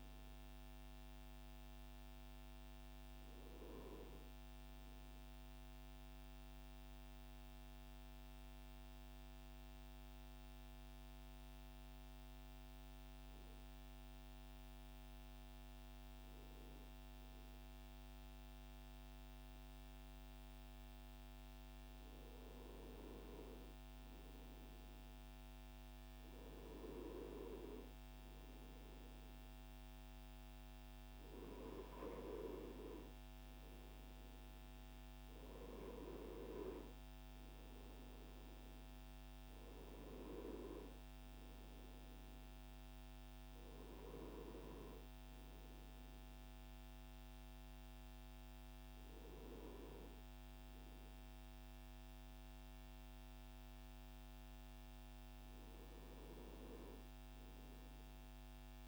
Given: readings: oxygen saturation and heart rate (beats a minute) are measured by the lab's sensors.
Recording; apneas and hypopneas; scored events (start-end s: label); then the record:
breathing in sleep by a microphone on the trachea; 1
4.50-22.00 s: hypopnea (oxygen 98% before, 96% lowest, heart rate 64 before, 62 extreme, up 5 after)
29.00-35.00 s: arousal
From the record:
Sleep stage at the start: N2 (light sleep); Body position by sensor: on the front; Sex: male